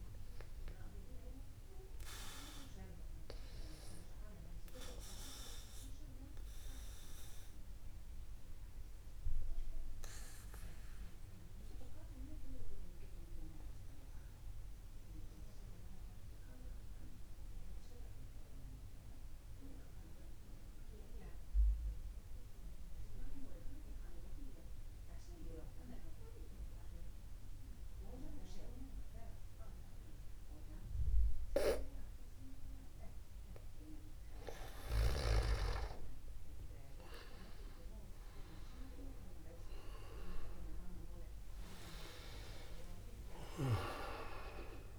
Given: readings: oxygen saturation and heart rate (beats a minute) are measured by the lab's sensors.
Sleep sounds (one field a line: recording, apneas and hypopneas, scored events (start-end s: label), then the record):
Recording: breathing in sleep by a room microphone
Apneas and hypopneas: 1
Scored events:
0.00-20.00 s: oxygen desaturation (device-marked, oxygen 94% lowest, heart rate 49 extreme)
6.50-33.50 s: obstructive apnea (oxygen 98% before, 92% lowest, heart rate 49 before, 50 extreme, up 3 after)
42.00-44.00 s: long interval between heartbeats (device-marked, heart rate 50 before, 59 extreme)
42.50-44.99 s: arousal
From the record:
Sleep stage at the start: N2 (light sleep)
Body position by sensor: upright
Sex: male